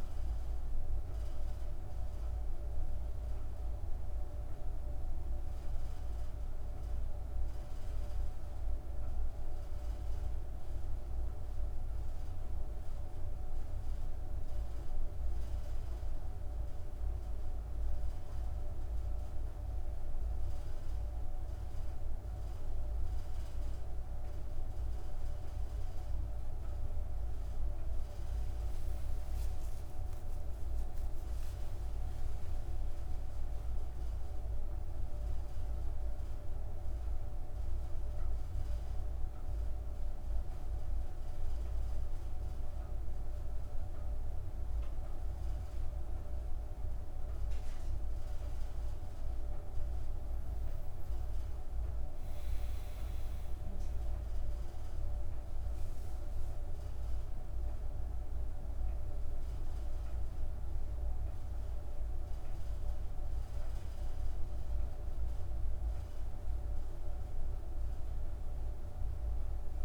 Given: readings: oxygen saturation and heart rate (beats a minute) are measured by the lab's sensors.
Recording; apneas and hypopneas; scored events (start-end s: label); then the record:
breathing in sleep, hard to hear, by a room microphone; 1
3.50-23.50 s: hypopnea (oxygen 98% before, 95% lowest)
27.00-31.00 s: arousal
33.50-63.50 s: new sleep stage, N1 (lightest sleep)
63.50-69.85 s: new sleep stage, N2 (light sleep)
From the record:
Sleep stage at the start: N2 (light sleep); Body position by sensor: on the back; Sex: female